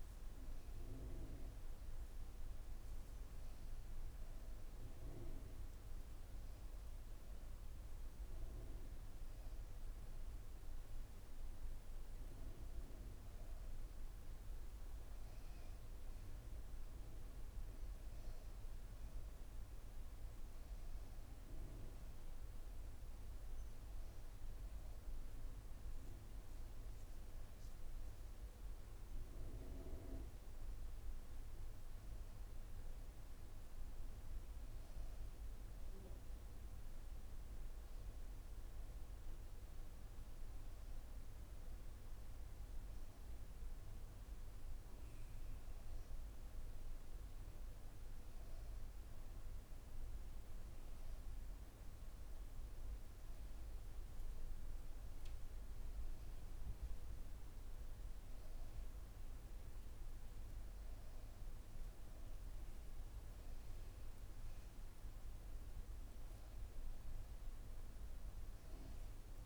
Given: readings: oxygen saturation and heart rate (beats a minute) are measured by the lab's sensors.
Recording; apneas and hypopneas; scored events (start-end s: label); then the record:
breathing in sleep, hard to hear, by a room microphone; none
39.50-46.50 s: oxygen desaturation (device-marked, oxygen 95% before, 92% lowest, heart rate 82 before, 82 extreme)
From the record:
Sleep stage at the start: N1 (lightest sleep); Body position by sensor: on the back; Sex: female